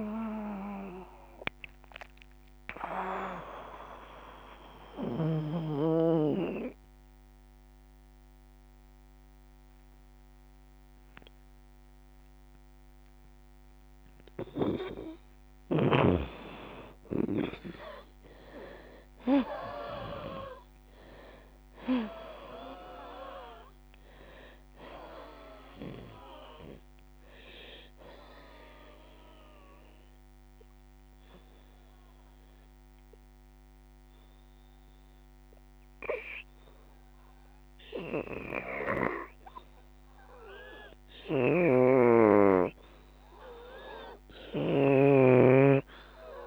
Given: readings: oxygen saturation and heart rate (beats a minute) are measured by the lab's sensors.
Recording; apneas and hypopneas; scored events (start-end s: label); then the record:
breathing in sleep by a microphone on the trachea; 2
0.00-1.00 s: arousal
0.00-9.00 s: drop in pulse transit time (device-marked, heart rate 91 extreme)
0.00-16.00 s: oxygen desaturation (device-marked, oxygen 78% lowest, heart rate 71 extreme)
2.00-14.50 s: mixed apnea (oxygen 86% before, 78% lowest, heart rate 85 before, 71 extreme, up 5 after)
17.00-22.00 s: arousal
18.00-36.00 s: oxygen desaturation (device-marked, oxygen 96% before, 85% lowest, heart rate 94 before, 68 extreme)
26.50-41.00 s: obstructive apnea (oxygen 96% before, 81% lowest, heart rate 90 before, 68 extreme, up 14 after)
42.50-45.50 s: arousal
From the record:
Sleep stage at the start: N2 (light sleep); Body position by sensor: on the back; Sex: female